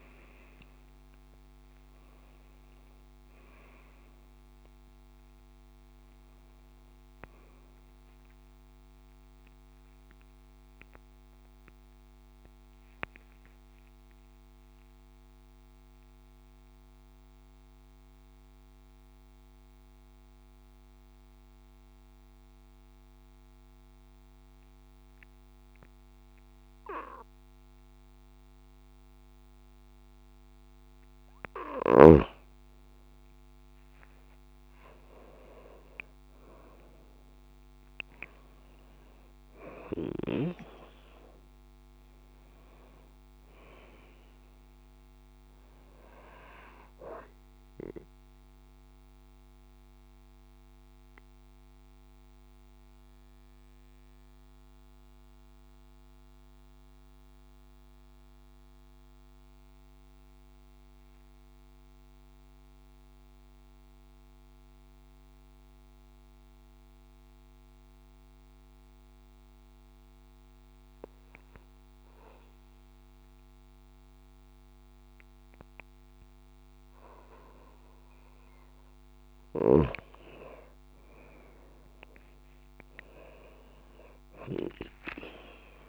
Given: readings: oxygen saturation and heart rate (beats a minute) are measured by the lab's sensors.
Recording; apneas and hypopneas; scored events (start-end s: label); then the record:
breathing in sleep by a microphone on the trachea; 2
1.00-25.00 s: oxygen desaturation (device-marked, oxygen 97% before, 92% lowest)
9.50-30.50 s: obstructive apnea (oxygen 97% before, 92% lowest)
33.00-37.50 s: arousal
36.00-66.00 s: oxygen desaturation (device-marked, oxygen 97% before, 92% lowest)
48.50-77.00 s: mixed apnea (oxygen 97% before, 92% lowest)
80.50-85.00 s: arousal
84.00-85.89 s: oxygen desaturation (device-marked, oxygen 96% before, 92% lowest)
84.50-85.89 s: long interval between heartbeats (device-marked)
From the record:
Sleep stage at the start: N2 (light sleep); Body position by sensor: on the right side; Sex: female